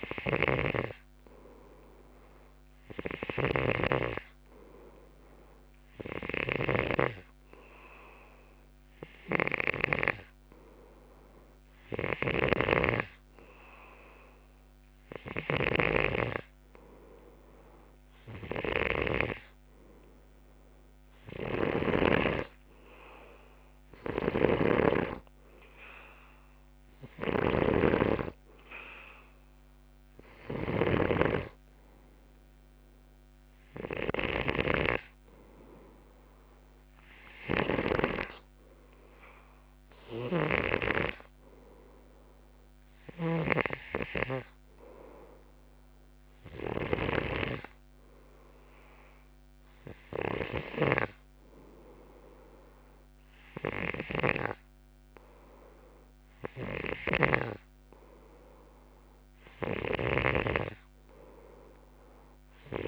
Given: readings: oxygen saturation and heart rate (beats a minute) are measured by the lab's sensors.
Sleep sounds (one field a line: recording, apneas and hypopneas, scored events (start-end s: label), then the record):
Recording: breathing in sleep by a microphone on the trachea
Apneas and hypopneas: none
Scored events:
0.00-4.00 s: snoring (device-marked)
6.00-10.00 s: snoring (device-marked)
12.00-22.00 s: snoring (device-marked)
24.00-38.00 s: snoring (device-marked)
40.00-54.50 s: snoring (device-marked)
56.50-62.88 s: snoring (device-marked)
From the record:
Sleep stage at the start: N2 (light sleep)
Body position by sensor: on the left side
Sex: male